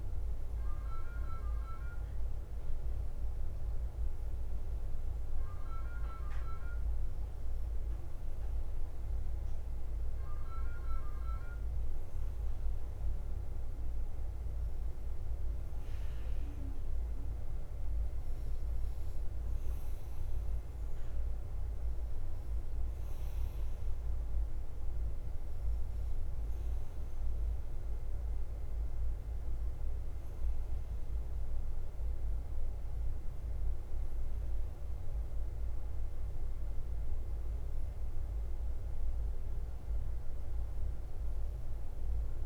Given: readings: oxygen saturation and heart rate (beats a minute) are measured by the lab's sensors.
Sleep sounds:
breathing in sleep, hard to hear, by a room microphone; none
0.00-42.46 s: bradycardia (device-marked, heart rate 40 extreme)
From the record:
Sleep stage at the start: N3 (deep sleep); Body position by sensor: on the front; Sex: male

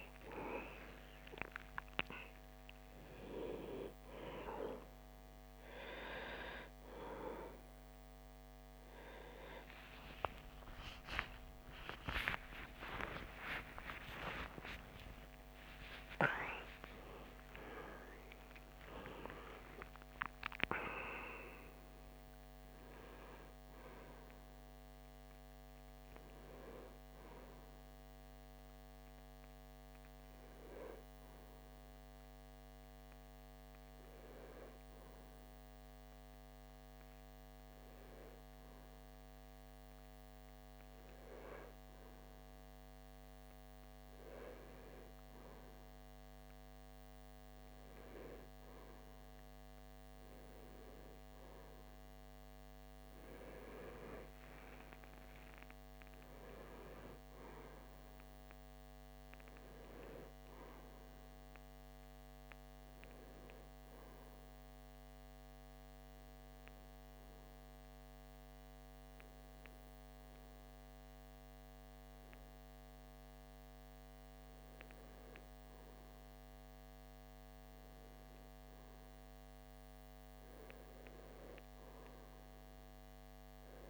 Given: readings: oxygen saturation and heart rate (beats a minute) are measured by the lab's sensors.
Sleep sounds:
breathing in sleep by a microphone on the trachea; 2
0.00-21.00 s: oxygen desaturation (device-marked, oxygen 90% lowest)
9.50-17.00 s: arousal
31.00-46.00 s: hypopnea (oxygen 94% before, 93% lowest)
51.50-56.50 s: arousal
53.00-68.00 s: oxygen desaturation (device-marked, oxygen 99% before, 95% lowest)
60.00-83.90 s: new sleep stage, N2 (light sleep)
64.00-75.00 s: obstructive apnea (oxygen 99% before, 94% lowest)
77.00-81.50 s: arousal
From the record:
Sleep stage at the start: N1 (lightest sleep); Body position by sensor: on the right side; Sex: male

